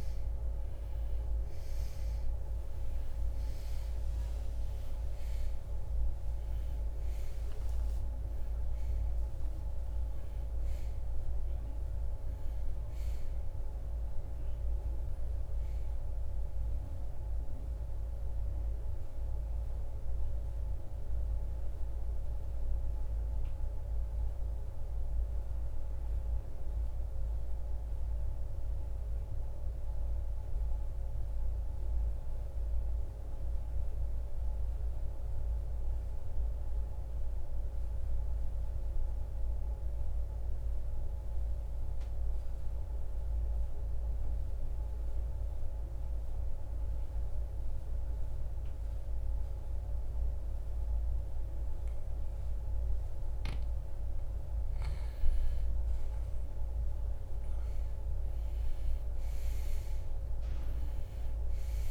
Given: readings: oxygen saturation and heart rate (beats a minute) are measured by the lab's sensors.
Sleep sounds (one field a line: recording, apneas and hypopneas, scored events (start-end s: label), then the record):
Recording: breathing in sleep, hard to hear, by a room microphone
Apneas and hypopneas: 1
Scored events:
3.50-8.00 s: arousal
21.50-32.50 s: oxygen desaturation (device-marked, oxygen 94% before, 84% lowest, heart rate 89 before, 55 extreme)
22.00-53.50 s: mixed apnea (oxygen 96% before, 82% lowest, heart rate 89 before, 55 extreme, up 16 after)
55.00-59.00 s: arousal
From the record:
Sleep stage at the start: N2 (light sleep)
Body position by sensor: on the right side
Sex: male